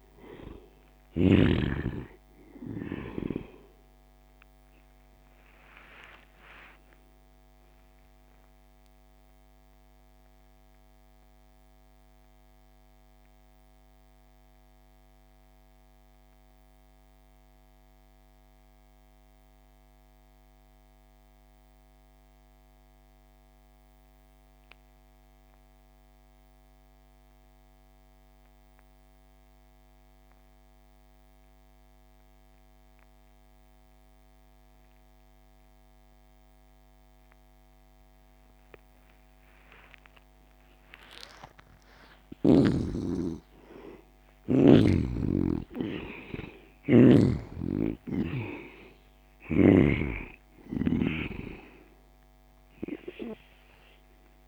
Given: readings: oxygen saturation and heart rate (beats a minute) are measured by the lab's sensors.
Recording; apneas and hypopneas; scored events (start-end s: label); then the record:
breathing in sleep by a microphone on the trachea; 1
0.00-21.50 s: oxygen desaturation (device-marked, oxygen 73% lowest)
9.50-41.00 s: mixed apnea (oxygen 97% before, 71% lowest)
33.50-54.47 s: oxygen desaturation (device-marked, oxygen 97% before, 71% lowest)
42.00-46.50 s: arousal
From the record:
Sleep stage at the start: N2 (light sleep); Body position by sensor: on the back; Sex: male